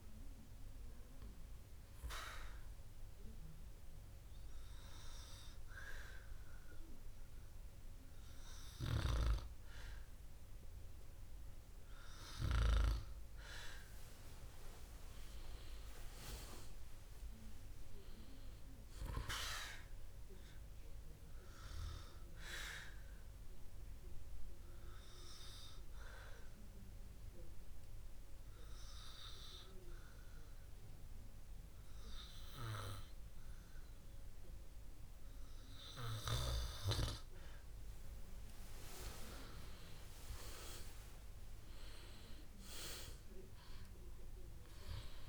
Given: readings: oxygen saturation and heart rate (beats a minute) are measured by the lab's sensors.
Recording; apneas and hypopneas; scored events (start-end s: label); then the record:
breathing in sleep by a room microphone; 2
2.50-15.50 s: obstructive apnea (oxygen 96% before, 94% lowest, heart rate 63 before, 57 extreme, up 10 after)
16.50-20.00 s: arousal
24.50-39.50 s: obstructive apnea (oxygen 97% before, 94% lowest, heart rate 63 before, 56 extreme, up 13 after)
41.00-44.50 s: arousal
From the record:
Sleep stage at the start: N2 (light sleep); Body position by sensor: on the back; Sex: male